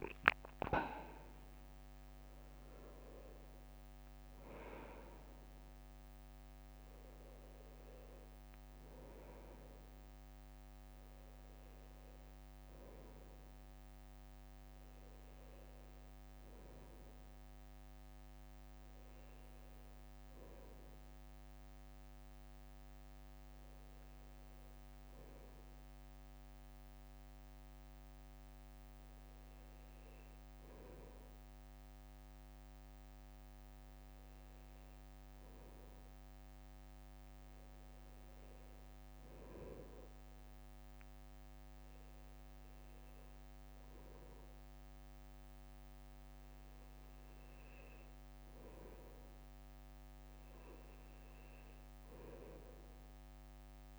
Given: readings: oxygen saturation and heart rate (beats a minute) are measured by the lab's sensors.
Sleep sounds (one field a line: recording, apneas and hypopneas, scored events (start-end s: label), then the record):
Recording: breathing in sleep by a microphone on the trachea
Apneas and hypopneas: 1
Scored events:
0.00-7.00 s: oxygen desaturation (device-marked, oxygen 96% lowest, heart rate 61 extreme)
21.50-34.00 s: hypopnea (oxygen 98% before, 95% lowest, heart rate 65 before, 61 extreme, up 5 after)
36.00-40.50 s: arousal
From the record:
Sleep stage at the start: N2 (light sleep)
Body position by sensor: on the right side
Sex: male